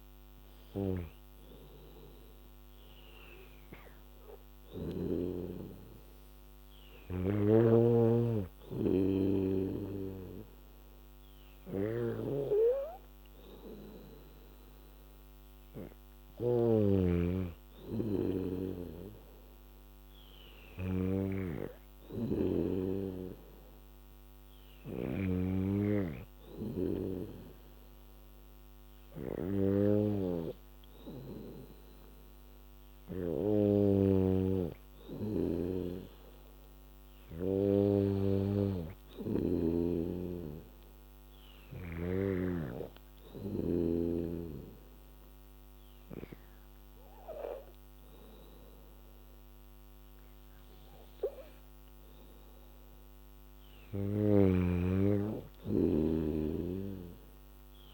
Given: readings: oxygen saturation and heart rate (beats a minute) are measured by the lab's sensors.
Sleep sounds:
breathing in sleep by a microphone on the trachea; 1
0.00-3.50 s: oxygen desaturation (device-marked, oxygen 92% lowest, heart rate 74 extreme)
16.00-25.50 s: snoring (device-marked)
23.50-27.00 s: arousal
34.00-44.00 s: snoring (device-marked)
41.00-53.50 s: hypopnea (oxygen 97% before, 92% lowest, heart rate 79 before, 77 extreme, up 4 after)
53.50-56.00 s: arousal
54.00-57.94 s: snoring (device-marked)
From the record:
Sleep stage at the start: N2 (light sleep); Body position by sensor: on the back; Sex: female

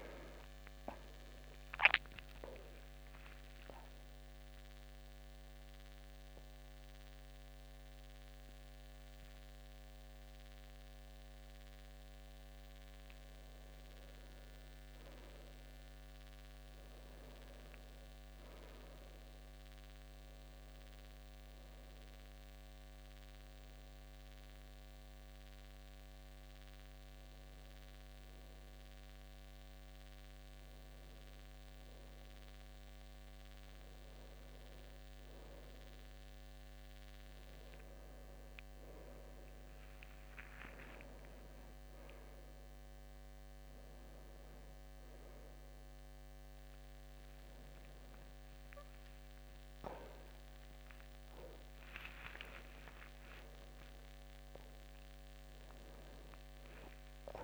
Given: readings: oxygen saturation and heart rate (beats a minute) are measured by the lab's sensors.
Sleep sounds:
a person partly awake in a sleep study, hard to hear, by a microphone on the trachea; none
29.00-57.44 s: new sleep stage, awake
30.00-39.00 s: oxygen desaturation (device-marked, oxygen 98% before, 95% lowest, heart rate 78 before, 77 extreme)
From the record:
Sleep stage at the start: N1 (lightest sleep); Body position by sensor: on the left side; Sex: male

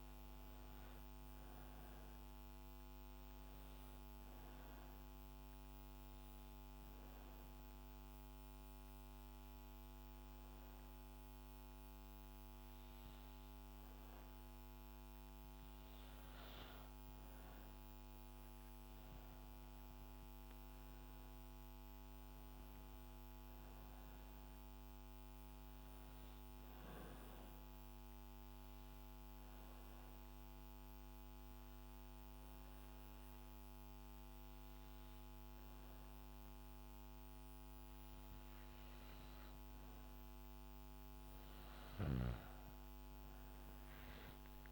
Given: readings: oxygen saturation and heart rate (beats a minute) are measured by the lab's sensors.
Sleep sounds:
breathing in sleep, hard to hear, by a microphone on the trachea; 2
5.50-16.50 s: obstructive apnea (oxygen 96% before, 94% lowest, heart rate 68 before, 66 extreme, up 1 after)
19.50-23.00 s: arousal
28.00-40.50 s: obstructive apnea (oxygen 97% before, 94% lowest, heart rate 69 before, 67 extreme, up 2 after)
From the record:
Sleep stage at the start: N2 (light sleep); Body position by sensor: on the back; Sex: female

